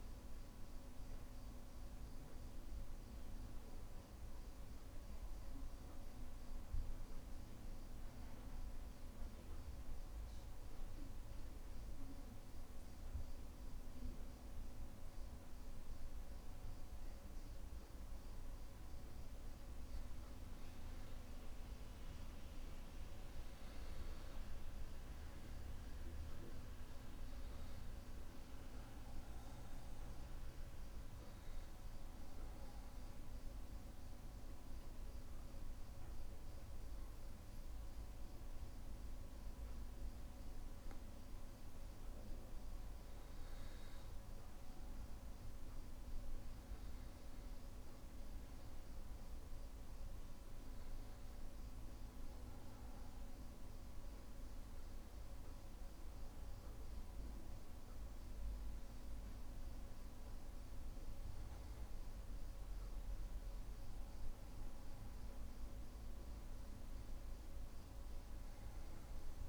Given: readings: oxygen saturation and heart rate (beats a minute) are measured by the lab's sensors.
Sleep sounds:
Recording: breathing in sleep, hard to hear, by a room microphone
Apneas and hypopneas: 2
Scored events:
3.50-69.49 s: new sleep stage, N2 (light sleep)
9.00-19.50 s: obstructive apnea (oxygen 93% before, 90% lowest, heart rate 63 before, 61 extreme, up 2 after)
22.00-26.50 s: arousal
30.50-40.50 s: oxygen desaturation (device-marked, oxygen 95% before, 90% lowest, heart rate 62 before, 62 extreme)
32.50-43.00 s: obstructive apnea (oxygen 95% before, 90% lowest, heart rate 62 before, 62 extreme, up 1 after)
44.50-48.50 s: arousal
53.50-67.50 s: oxygen desaturation (device-marked, oxygen 95% before, 92% lowest, heart rate 62 before, 62 extreme)
From the record:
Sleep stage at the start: N1 (lightest sleep)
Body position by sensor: on the back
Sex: male

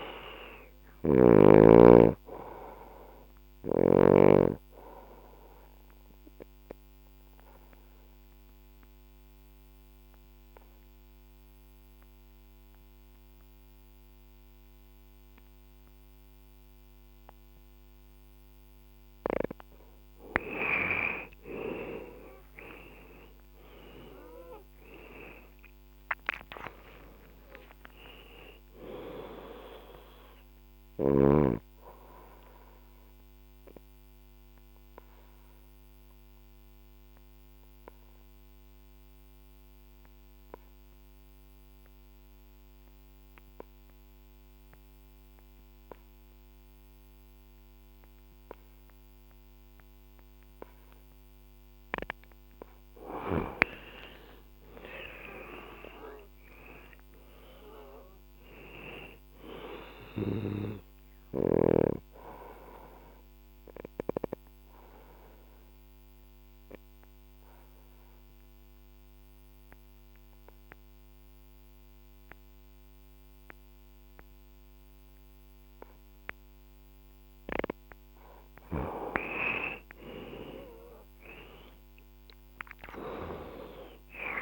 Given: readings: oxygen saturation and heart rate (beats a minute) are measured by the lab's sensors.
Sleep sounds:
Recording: breathing in sleep by a microphone on the trachea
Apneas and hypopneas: 3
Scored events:
0.00-12.50 s: oxygen desaturation (device-marked, oxygen 91% lowest, heart rate 58 extreme)
2.50-18.50 s: obstructive apnea (oxygen 98% before, 88% lowest, heart rate 64 before, 57 extreme, up 18 after)
5.50-10.50 s: bradycardia (device-marked, heart rate 73 before, 58 extreme)
21.00-25.50 s: arousal
21.50-41.50 s: oxygen desaturation (device-marked, oxygen 97% before, 90% lowest, heart rate 63 before, 57 extreme)
30.50-51.00 s: obstructive apnea (oxygen 97% before, 88% lowest, heart rate 67 before, 57 extreme, up 14 after)
33.50-39.50 s: bradycardia (device-marked, heart rate 73 before, 57 extreme)
51.50-72.50 s: oxygen desaturation (device-marked, oxygen 98% before, 88% lowest, heart rate 62 before, 58 extreme)
54.00-58.50 s: arousal
62.00-77.00 s: obstructive apnea (oxygen 98% before, 88% lowest, heart rate 66 before, 58 extreme, up 18 after)
63.50-69.50 s: bradycardia (device-marked, heart rate 72 before, 58 extreme)
79.00-83.50 s: arousal
From the record:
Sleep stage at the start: N2 (light sleep)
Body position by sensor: on the left side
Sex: female

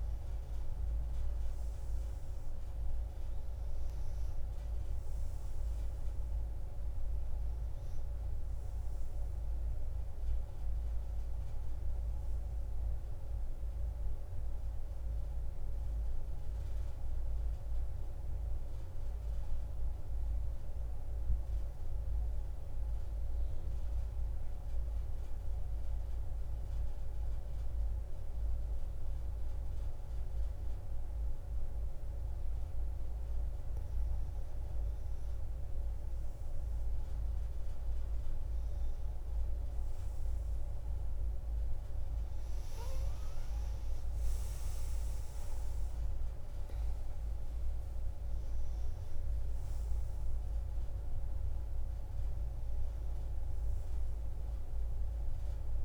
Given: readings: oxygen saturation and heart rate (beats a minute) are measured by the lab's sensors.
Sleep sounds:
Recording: breathing in sleep, hard to hear, by a room microphone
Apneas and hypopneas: 1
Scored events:
0.00-2.00 s: arousal
6.50-23.50 s: oxygen desaturation (device-marked, oxygen 97% before, 91% lowest)
20.50-33.50 s: central apnea (oxygen 97% before, 89% lowest)
37.00-42.00 s: arousal
40.50-53.50 s: oxygen desaturation (device-marked, oxygen 96% before, 91% lowest)
From the record:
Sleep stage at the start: N2 (light sleep)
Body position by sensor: on the back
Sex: female

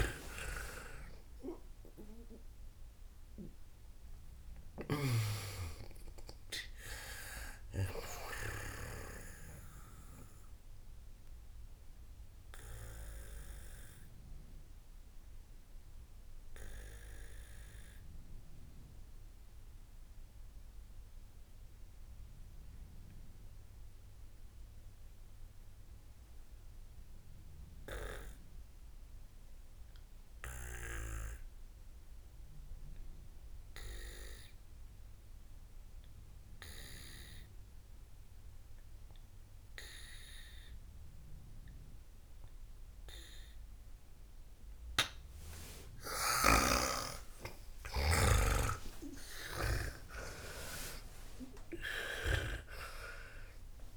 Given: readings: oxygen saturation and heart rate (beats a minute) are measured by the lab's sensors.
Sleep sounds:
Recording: breathing in sleep by a room microphone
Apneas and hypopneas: 1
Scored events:
0.00-1.00 s: arousal
0.00-1.00 s: oxygen desaturation (device-marked, oxygen 94% lowest, heart rate 53 extreme)
0.50-9.50 s: snoring (device-marked)
8.00-25.00 s: oxygen desaturation (device-marked, oxygen 96% before, 90% lowest, heart rate 83 before, 53 extreme)
11.00-46.50 s: obstructive apnea (oxygen 98% before, 87% lowest, heart rate 86 before, 53 extreme, up 50 after)
41.00-53.96 s: oxygen desaturation (device-marked, oxygen 98% before, 87% lowest, heart rate 57 before, 53 extreme)
47.00-50.50 s: snoring (device-marked)
48.00-53.96 s: arousal
From the record:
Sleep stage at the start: N2 (light sleep)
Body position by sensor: on the back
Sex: female

